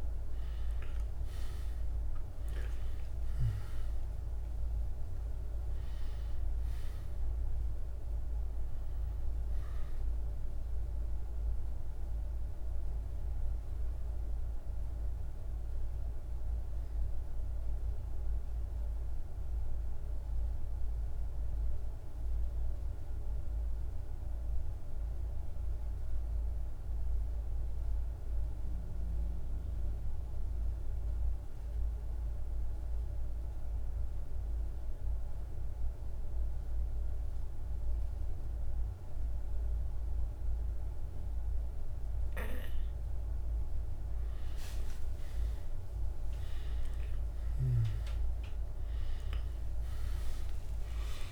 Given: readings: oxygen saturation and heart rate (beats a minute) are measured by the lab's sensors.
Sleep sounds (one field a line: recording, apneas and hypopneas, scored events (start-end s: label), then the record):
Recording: breathing in sleep, hard to hear, by a room microphone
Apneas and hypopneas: 1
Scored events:
0.00-22.00 s: oxygen desaturation (device-marked, oxygen 89% lowest, heart rate 46 extreme)
13.00-42.50 s: mixed apnea (oxygen 98% before, 87% lowest, heart rate 53 before, 46 extreme, up 26 after)
35.00-51.32 s: oxygen desaturation (device-marked, oxygen 99% before, 87% lowest, heart rate 48 before, 47 extreme)
44.00-50.00 s: arousal
46.50-51.32 s: snoring (device-marked)
From the record:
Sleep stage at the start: N2 (light sleep)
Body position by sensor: on the back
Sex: male